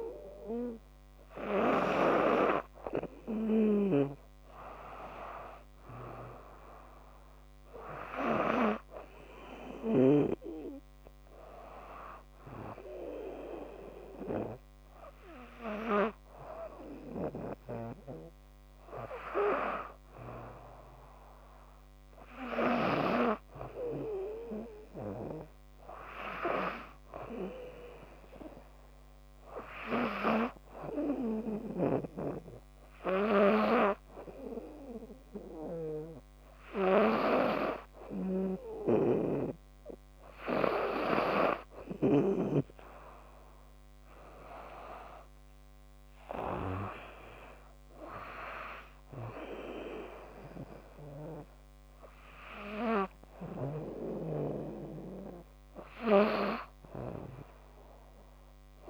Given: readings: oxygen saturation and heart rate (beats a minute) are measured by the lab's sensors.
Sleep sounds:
breathing in sleep by a microphone on the trachea; 1
3.00-9.50 s: snoring (device-marked)
3.50-6.50 s: arousal
9.00-19.50 s: obstructive apnea (oxygen 97% before, 95% lowest, heart rate 80 before, 76 extreme, up 2 after)
20.00-23.00 s: arousal
37.50-41.50 s: snoring (device-marked)
53.50-58.90 s: snoring (device-marked)
From the record:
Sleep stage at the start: N2 (light sleep); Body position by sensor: on the back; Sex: female

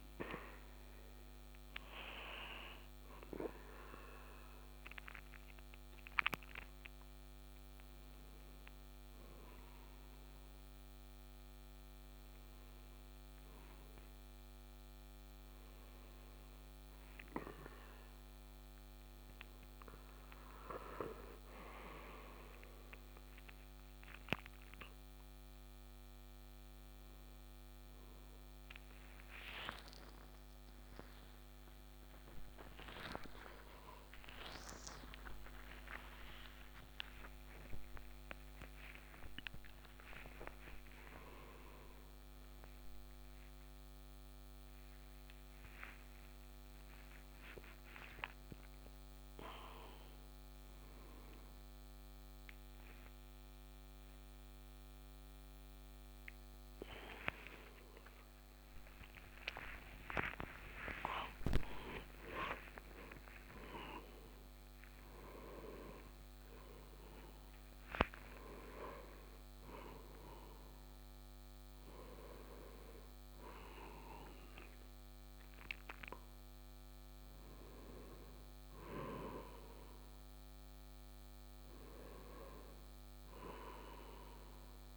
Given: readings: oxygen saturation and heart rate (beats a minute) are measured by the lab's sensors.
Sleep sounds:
a person partly awake in a sleep study, by a microphone on the trachea; none
1.00-31.00 s: new sleep stage, N1 (lightest sleep)
28.00-43.00 s: tachycardia (device-marked, heart rate 63 before, 157 extreme)
31.00-61.00 s: new sleep stage, awake
57.00-64.00 s: tachycardia (device-marked, heart rate 66 before, 134 extreme)
61.00-84.97 s: new sleep stage, N1 (lightest sleep)
From the record:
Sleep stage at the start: awake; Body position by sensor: on the right side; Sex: male

